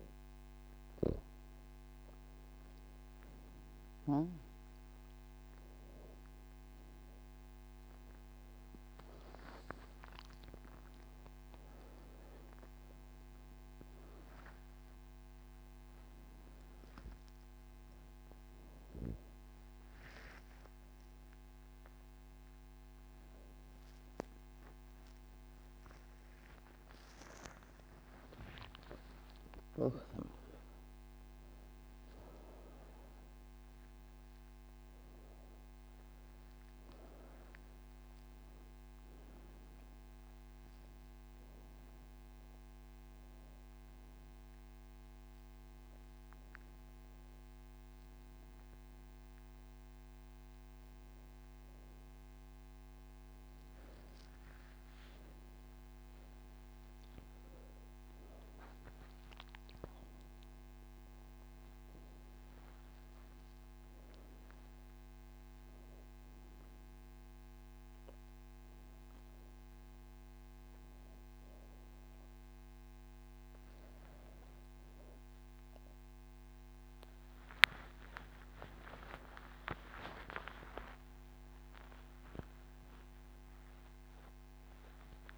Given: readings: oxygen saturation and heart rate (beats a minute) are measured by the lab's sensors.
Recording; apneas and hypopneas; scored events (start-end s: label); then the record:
breathing in sleep by a microphone on the trachea; none
none scored
From the record:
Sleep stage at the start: N3 (deep sleep); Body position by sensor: on the right side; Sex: female